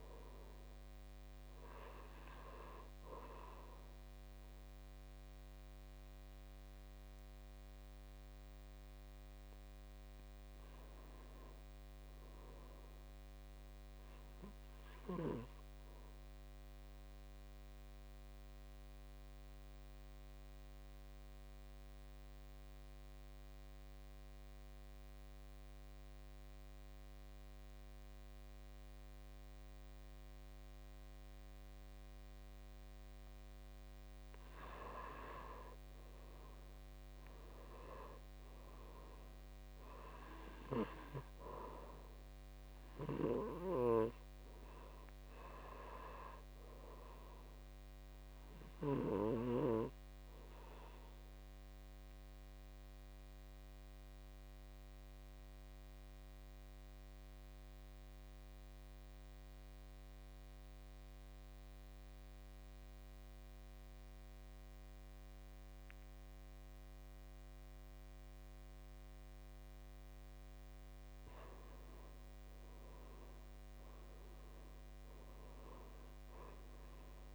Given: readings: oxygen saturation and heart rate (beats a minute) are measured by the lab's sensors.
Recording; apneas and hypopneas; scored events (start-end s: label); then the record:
breathing in sleep by a microphone on the trachea; 2
0.00-2.50 s: arousal
14.50-24.50 s: oxygen desaturation (device-marked, oxygen 97% before, 94% lowest, heart rate 60 before, 56 extreme)
15.00-33.50 s: obstructive apnea (oxygen 97% before, 86% lowest, heart rate 60 before, 56 extreme, up 9 after)
36.00-40.00 s: arousal
43.50-64.50 s: oxygen desaturation (device-marked, oxygen 97% before, 87% lowest, heart rate 60 before, 56 extreme)
51.00-69.50 s: obstructive apnea (oxygen 97% before, 85% lowest, heart rate 63 before, 55 extreme, up 12 after)
71.50-75.50 s: arousal
74.50-77.35 s: oxygen desaturation (device-marked, oxygen 97% before, 85% lowest, heart rate 58 before, 55 extreme)
From the record:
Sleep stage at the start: N2 (light sleep); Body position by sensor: on the back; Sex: male